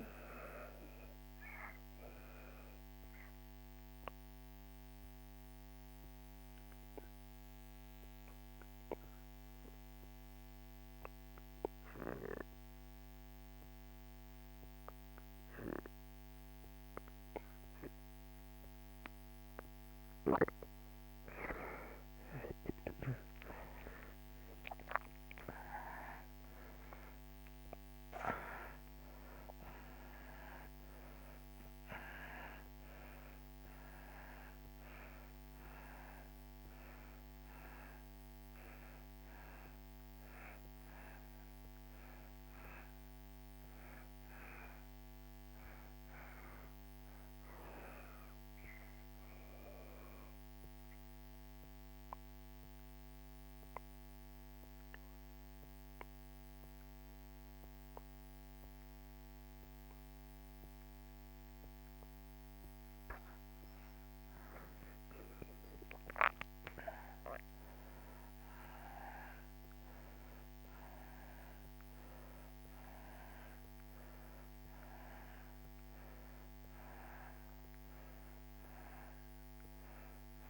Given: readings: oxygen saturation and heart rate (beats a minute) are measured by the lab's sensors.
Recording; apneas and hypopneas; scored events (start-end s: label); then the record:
breathing in sleep by a microphone on the trachea; 2
0.00-15.00 s: oxygen desaturation (device-marked, oxygen 79% lowest)
1.00-20.00 s: obstructive apnea (oxygen 95% before, 78% lowest)
21.50-26.00 s: arousal
29.00-55.00 s: oxygen desaturation (device-marked, oxygen 95% before, 78% lowest)
48.50-61.50 s: obstructive apnea (oxygen 96% before, 80% lowest)
73.00-80.50 s: oxygen desaturation (device-marked, oxygen 97% before, 83% lowest)
From the record:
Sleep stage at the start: N2 (light sleep); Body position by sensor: on the back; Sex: male